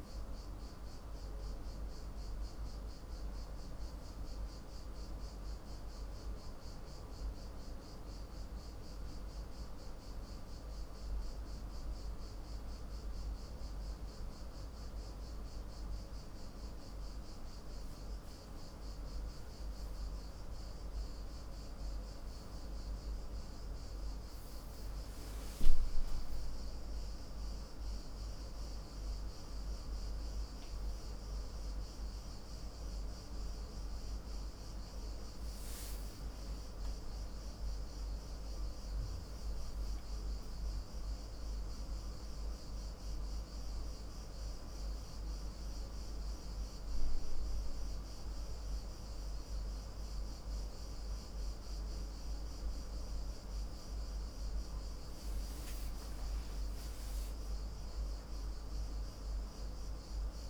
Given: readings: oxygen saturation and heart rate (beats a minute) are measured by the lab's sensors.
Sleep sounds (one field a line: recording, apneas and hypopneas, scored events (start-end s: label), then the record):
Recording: breathing in sleep, hard to hear, by a room microphone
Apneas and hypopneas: none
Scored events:
58.50-60.50 s: new sleep stage, awake
From the record:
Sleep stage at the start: N2 (light sleep)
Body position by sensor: on the left side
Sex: male